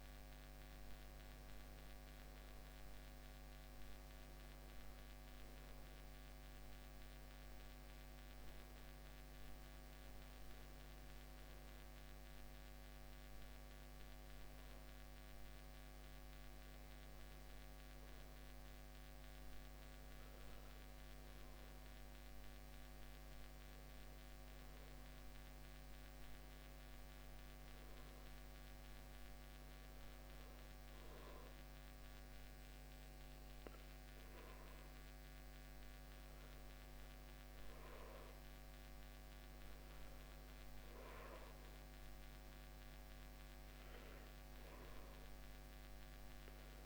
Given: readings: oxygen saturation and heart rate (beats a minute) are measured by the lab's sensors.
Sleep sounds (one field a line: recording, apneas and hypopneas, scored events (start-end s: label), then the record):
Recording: breathing in sleep, hard to hear, by a microphone on the trachea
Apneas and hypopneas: none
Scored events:
0.00-20.50 s: oxygen desaturation (device-marked, oxygen 87% lowest, heart rate 54 extreme)
12.50-46.86 s: new sleep stage, N2 (light sleep)
From the record:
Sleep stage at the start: N1 (lightest sleep)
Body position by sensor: on the back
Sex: male